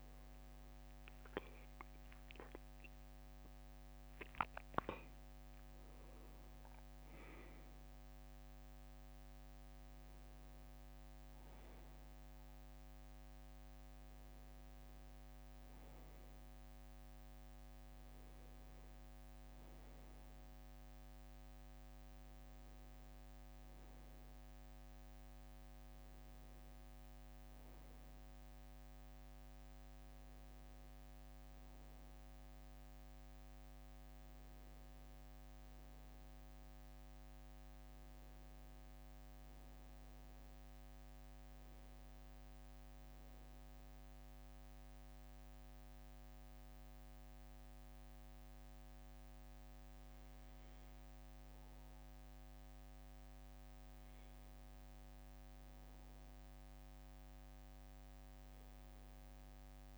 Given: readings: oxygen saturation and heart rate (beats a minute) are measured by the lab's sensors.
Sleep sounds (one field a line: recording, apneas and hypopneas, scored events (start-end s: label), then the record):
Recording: breathing in sleep, hard to hear, by a microphone on the trachea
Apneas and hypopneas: none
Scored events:
31.00-33.00 s: long interval between heartbeats (device-marked, heart rate 63 before, 64 extreme)
From the record:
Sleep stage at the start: N1 (lightest sleep)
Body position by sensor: on the back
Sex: male